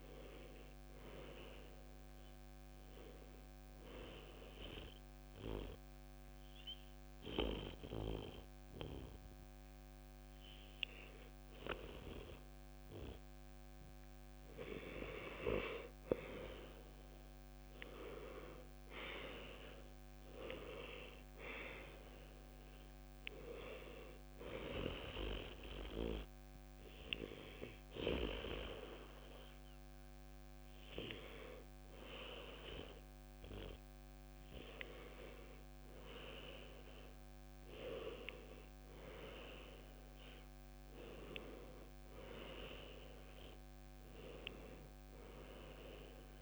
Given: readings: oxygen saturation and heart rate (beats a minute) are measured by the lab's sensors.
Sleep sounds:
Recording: breathing in sleep by a microphone on the trachea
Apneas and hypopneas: 1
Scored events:
3.50-14.50 s: obstructive apnea (oxygen 94% before, 90% lowest, heart rate 73 before, 71 extreme, up 3 after)
17.00-21.00 s: arousal
26.00-40.00 s: oxygen desaturation (device-marked, oxygen 96% before, 90% lowest, heart rate 73 before, 69 extreme)
41.00-44.50 s: arousal
From the record:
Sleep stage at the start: N2 (light sleep)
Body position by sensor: on the back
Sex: male

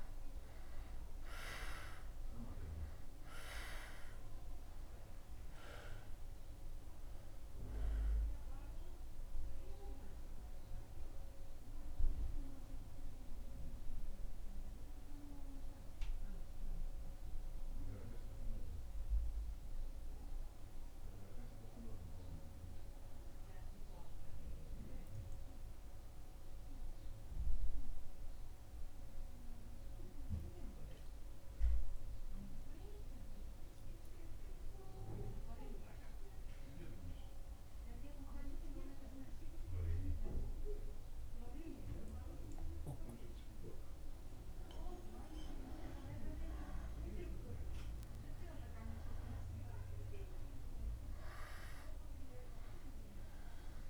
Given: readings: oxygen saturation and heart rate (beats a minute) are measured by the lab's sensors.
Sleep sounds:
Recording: breathing in sleep by a room microphone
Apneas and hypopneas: 1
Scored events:
7.50-43.50 s: obstructive apnea (oxygen 96% before, 94% lowest, heart rate 77 before, 75 extreme, up 1 after)
45.50-50.00 s: arousal
From the record:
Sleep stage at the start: N2 (light sleep)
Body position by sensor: on the back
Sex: male

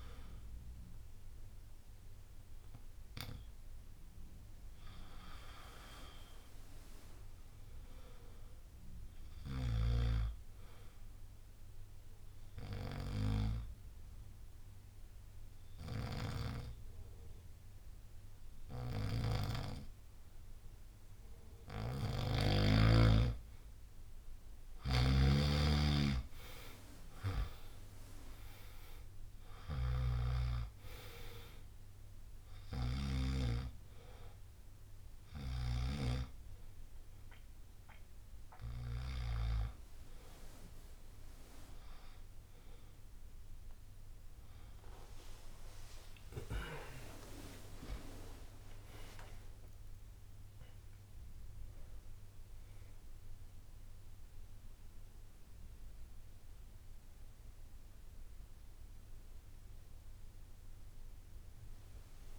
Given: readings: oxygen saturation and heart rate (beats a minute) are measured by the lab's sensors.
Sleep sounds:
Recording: breathing in sleep by a room microphone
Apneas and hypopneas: 2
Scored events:
0.00-1.50 s: oxygen desaturation (device-marked, oxygen 94% lowest, heart rate 55 extreme)
4.50-9.00 s: arousal
8.50-24.50 s: bradycardia (device-marked, heart rate 67 before, 55 extreme)
11.50-23.50 s: hypopnea (oxygen 97% before, 91% lowest, heart rate 73 before, 55 extreme, up 13 after)
27.00-30.00 s: arousal
32.00-42.00 s: hypopnea (oxygen 97% before, 91% lowest, heart rate 57 before, 57 extreme, up 15 after)
32.50-55.50 s: oxygen desaturation (device-marked, oxygen 97% before, 91% lowest, heart rate 58 before, 57 extreme)
34.50-36.50 s: bradycardia (device-marked, heart rate 67 before, 63 extreme)
45.50-58.50 s: drop in pulse transit time (device-marked, heart rate 63 before, 59 extreme)
51.50-62.39 s: new sleep stage, awake
54.50-60.50 s: bradycardia (device-marked, heart rate 67 before, 57 extreme)
From the record:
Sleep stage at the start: N2 (light sleep)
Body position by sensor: on the back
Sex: male

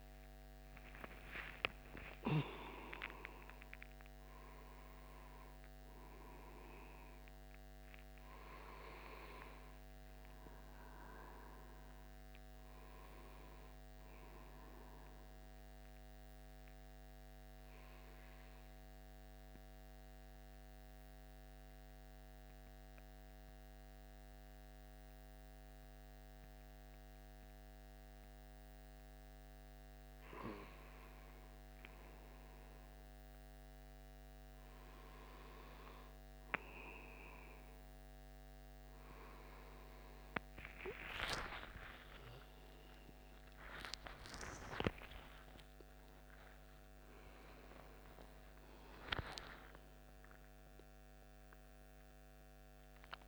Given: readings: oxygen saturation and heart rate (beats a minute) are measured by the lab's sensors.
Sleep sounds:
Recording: breathing in sleep by a microphone on the trachea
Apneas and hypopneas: 1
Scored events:
0.00-11.50 s: oxygen desaturation (device-marked, oxygen 92% lowest, heart rate 76 extreme)
18.50-29.00 s: central apnea (oxygen 96% before, 92% lowest, heart rate 102 before, 65 extreme, up 9 after)
40.50-47.00 s: arousal
From the record:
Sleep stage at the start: N2 (light sleep)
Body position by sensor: on the right side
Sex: male

